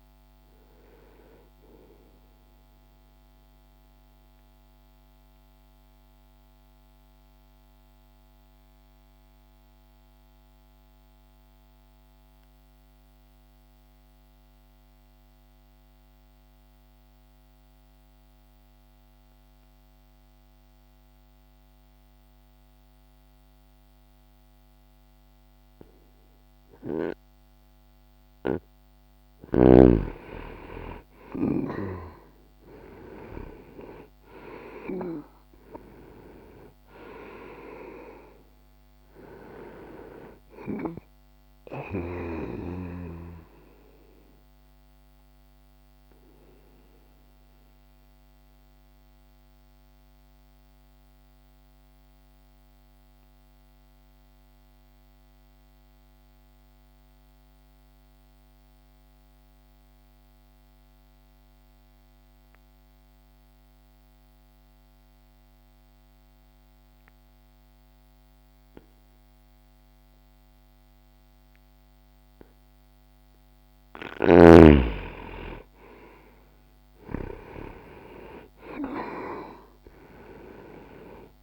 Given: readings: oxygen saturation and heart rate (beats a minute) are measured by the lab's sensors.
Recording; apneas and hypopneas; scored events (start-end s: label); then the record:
breathing in sleep by a microphone on the trachea; 2
3.00-28.00 s: mixed apnea (oxygen 98% before, 84% lowest)
11.00-27.00 s: oxygen desaturation (device-marked, oxygen 95% before, 86% lowest)
31.00-35.00 s: arousal
42.00-69.00 s: oxygen desaturation (device-marked, oxygen 98% before, 84% lowest)
42.50-72.00 s: obstructive apnea (oxygen 99% before, 84% lowest)
73.50-78.50 s: arousal
From the record:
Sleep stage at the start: N2 (light sleep); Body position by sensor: on the back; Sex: male